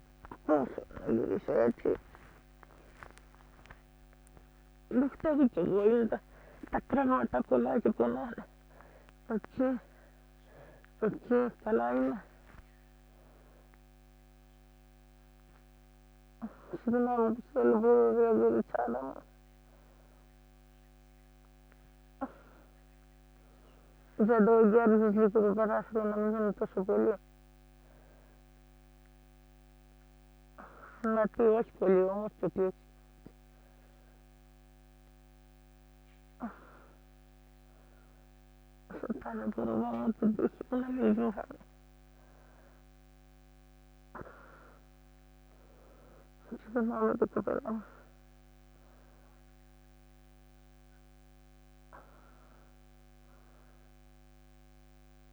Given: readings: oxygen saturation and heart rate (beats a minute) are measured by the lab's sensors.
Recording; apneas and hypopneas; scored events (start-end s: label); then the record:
a person awake in a sleep study, by a microphone on the trachea; none
2.00-10.50 s: leg movement (device-marked)
32.50-47.50 s: oxygen desaturation (device-marked, oxygen 94% before, 90% lowest, heart rate 104 before, 87 extreme)
From the record:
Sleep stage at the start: awake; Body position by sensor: on the right side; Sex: female